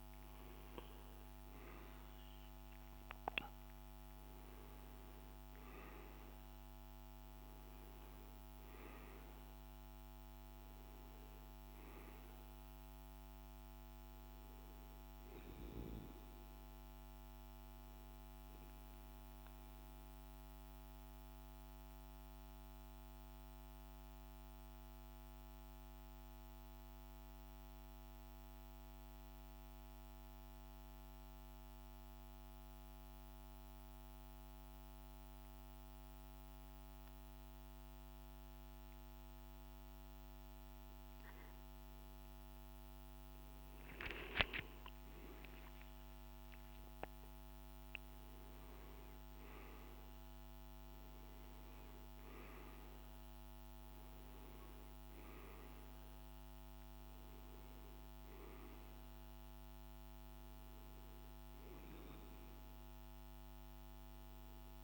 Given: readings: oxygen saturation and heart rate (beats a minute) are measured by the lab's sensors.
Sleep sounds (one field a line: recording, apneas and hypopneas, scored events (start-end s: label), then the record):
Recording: breathing in sleep, hard to hear, by a microphone on the trachea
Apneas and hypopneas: 1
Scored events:
0.00-1.00 s: arousal
0.00-26.50 s: oxygen desaturation (device-marked, oxygen 93% lowest, heart rate 51 extreme)
19.50-40.50 s: central apnea (oxygen 98% before, 93% lowest, heart rate 56 before, 51 extreme, up 6 after)
43.00-48.00 s: arousal
45.50-64.83 s: oxygen desaturation (device-marked, oxygen 98% before, 93% lowest, heart rate 52 before, 52 extreme)
From the record:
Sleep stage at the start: REM sleep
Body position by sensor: on the back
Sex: male